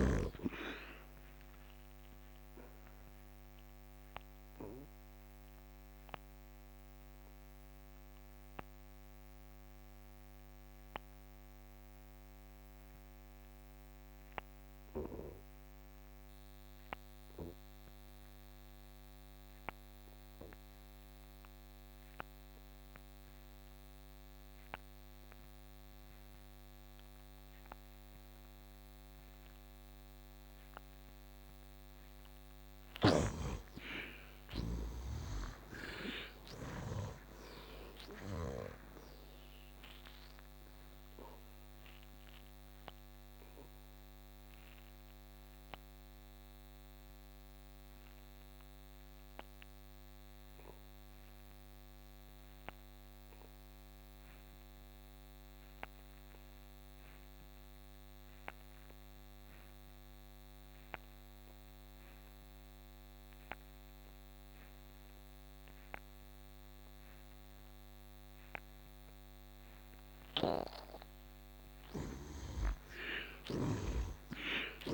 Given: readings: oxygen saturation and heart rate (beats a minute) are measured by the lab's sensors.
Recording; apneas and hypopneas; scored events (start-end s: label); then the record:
breathing in sleep by a microphone on the trachea; 2
0.00-14.00 s: oxygen desaturation (device-marked, oxygen 55% lowest, heart rate 69 extreme)
0.50-31.00 s: obstructive apnea (oxygen 94% before, 55% lowest, heart rate 81 before, 69 extreme, up 14 after)
16.00-60.00 s: oxygen desaturation (device-marked, oxygen 96% before, 57% lowest, heart rate 85 before, 69 extreme)
34.50-38.00 s: arousal
40.00-69.50 s: obstructive apnea (oxygen 96% before, 54% lowest, heart rate 76 before, 68 extreme, up 21 after)
62.00-74.94 s: oxygen desaturation (device-marked, oxygen 92% before, 57% lowest, heart rate 73 before, 68 extreme)
71.50-74.50 s: arousal
71.50-74.94 s: snoring (device-marked)
From the record:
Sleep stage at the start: N2 (light sleep); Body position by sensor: on the back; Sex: male